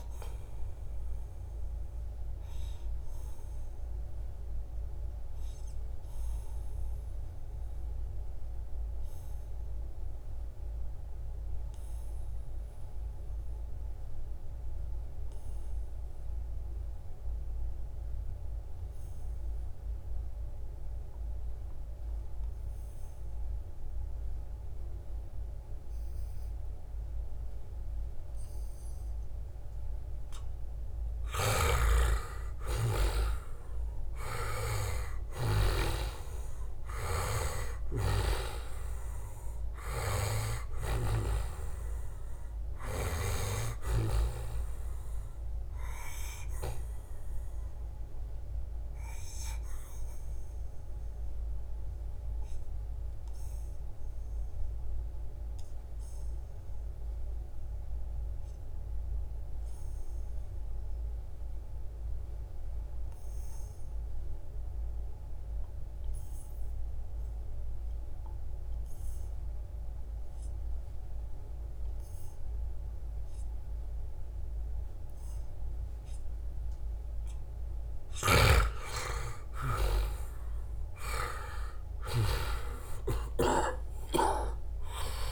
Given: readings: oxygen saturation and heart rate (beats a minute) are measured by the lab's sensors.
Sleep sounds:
breathing in sleep by a room microphone; 2
0.00-10.00 s: oxygen desaturation (device-marked, oxygen 87% lowest, heart rate 68 extreme)
1.00-31.00 s: obstructive apnea (oxygen 97% before, 87% lowest, heart rate 75 before, 68 extreme, up 6 after)
28.00-56.00 s: oxygen desaturation (device-marked, oxygen 97% before, 88% lowest, heart rate 71 before, 69 extreme)
32.50-36.00 s: arousal
44.50-76.50 s: obstructive apnea (oxygen 98% before, 87% lowest, heart rate 73 before, 69 extreme, up 21 after)
45.50-47.50 s: long interval between heartbeats (device-marked, heart rate 74 before, 92 extreme)
65.00-85.32 s: new sleep stage, N2 (light sleep)
75.00-85.32 s: oxygen desaturation (device-marked, oxygen 97% before, 87% lowest, heart rate 73 before, 69 extreme)
78.00-83.00 s: arousal
78.00-83.50 s: snoring (device-marked)
From the record:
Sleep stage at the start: REM sleep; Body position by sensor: on the back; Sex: male

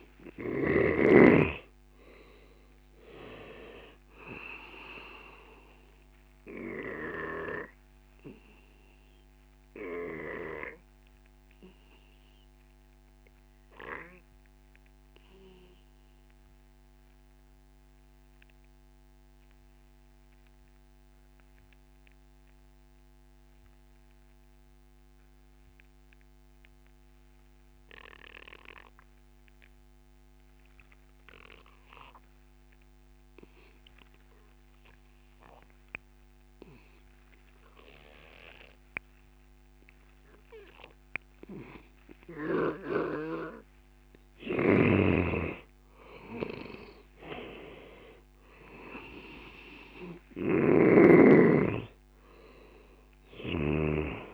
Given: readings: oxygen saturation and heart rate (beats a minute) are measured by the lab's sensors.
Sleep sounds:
breathing in sleep by a microphone on the trachea; 1
0.00-1.00 s: snoring (device-marked)
0.00-2.00 s: arousal
0.00-28.50 s: oxygen desaturation (device-marked, oxygen 89% lowest)
8.50-42.50 s: obstructive apnea (oxygen 98% before, 88% lowest)
44.00-47.00 s: arousal
44.50-54.00 s: snoring (device-marked)
44.50-54.34 s: oxygen desaturation (device-marked, oxygen 96% before, 88% lowest)
From the record:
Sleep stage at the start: N2 (light sleep); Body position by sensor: on the back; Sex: male

